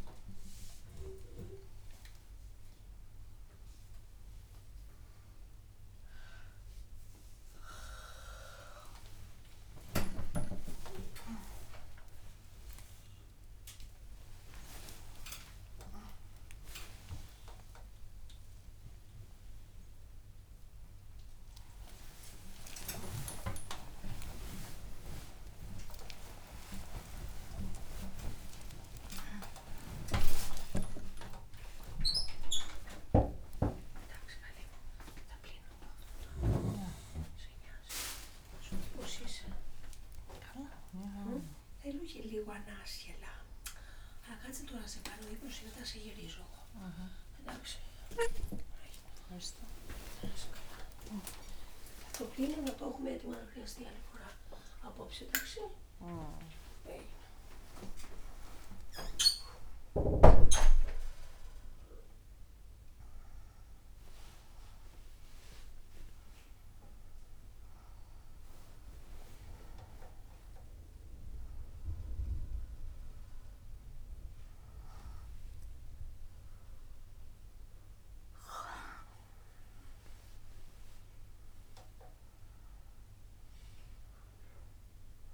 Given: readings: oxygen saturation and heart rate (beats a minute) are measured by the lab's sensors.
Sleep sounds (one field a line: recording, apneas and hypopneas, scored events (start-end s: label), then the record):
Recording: a person awake in a sleep study, by a room microphone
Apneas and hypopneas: none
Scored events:
0.00-5.00 s: oxygen desaturation (device-marked, oxygen 99% before, 95% lowest, heart rate 100 before, 83 extreme)
13.00-15.00 s: long interval between heartbeats (device-marked, heart rate 94 before, 100 extreme)
30.00-32.00 s: long interval between heartbeats (device-marked, heart rate 100 before, 145 extreme)
37.00-40.00 s: oxygen desaturation (device-marked, oxygen 99% before, 92% lowest, heart rate 112 before, 81 extreme)
From the record:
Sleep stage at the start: awake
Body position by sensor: on the front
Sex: female